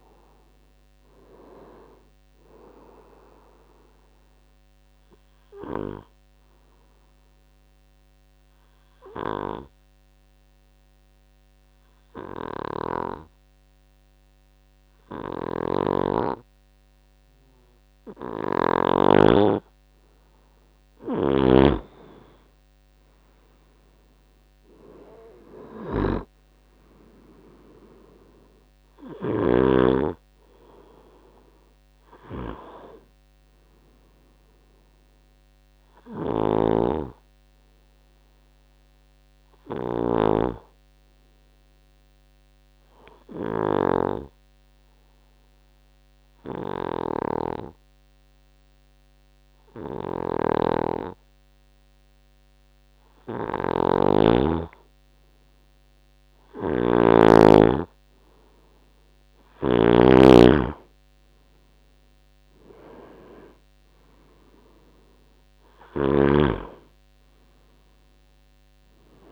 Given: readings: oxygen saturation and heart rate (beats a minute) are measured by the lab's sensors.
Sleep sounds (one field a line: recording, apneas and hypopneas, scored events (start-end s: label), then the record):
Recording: breathing in sleep by a microphone on the trachea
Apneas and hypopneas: 2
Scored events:
0.00-14.00 s: oxygen desaturation (device-marked, oxygen 91% lowest, heart rate 56 extreme)
6.00-19.00 s: obstructive apnea (oxygen 96% before, 90% lowest, heart rate 80 before, 57 extreme, up 13 after)
15.50-19.00 s: snoring (device-marked)
21.00-24.50 s: arousal
23.00-53.00 s: oxygen desaturation (device-marked, oxygen 98% before, 90% lowest, heart rate 63 before, 58 extreme)
36.50-40.50 s: snoring (device-marked)
43.00-54.50 s: obstructive apnea (oxygen 98% before, 90% lowest, heart rate 64 before, 61 extreme, up 9 after)
50.50-60.00 s: snoring (device-marked)
56.50-60.00 s: arousal
From the record:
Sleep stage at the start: N2 (light sleep)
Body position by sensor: on the right side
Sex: male